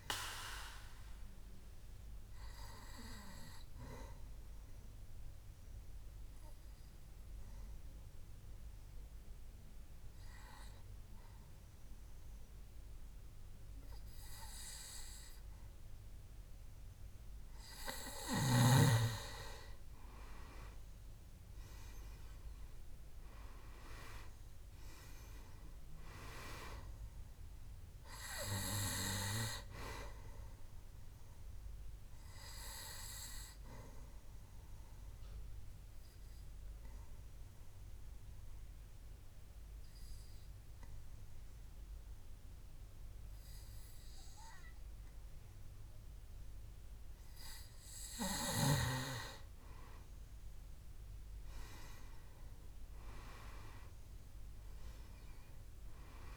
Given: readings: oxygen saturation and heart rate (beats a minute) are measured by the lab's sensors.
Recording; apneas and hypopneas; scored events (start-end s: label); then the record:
breathing in sleep by a room microphone; 2
0.00-8.50 s: oxygen desaturation (device-marked, oxygen 91% lowest, heart rate 62 extreme)
1.50-17.00 s: obstructive apnea (oxygen 97% before, 90% lowest, heart rate 74 before, 62 extreme, up 6 after)
20.00-25.00 s: arousal
24.50-46.50 s: oxygen desaturation (device-marked, oxygen 98% before, 90% lowest, heart rate 64 before, 65 extreme)
32.50-47.00 s: obstructive apnea (oxygen 98% before, 90% lowest, heart rate 66 before, 65 extreme, up 4 after)
50.50-54.50 s: arousal
From the record:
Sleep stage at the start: N2 (light sleep); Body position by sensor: on the back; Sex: male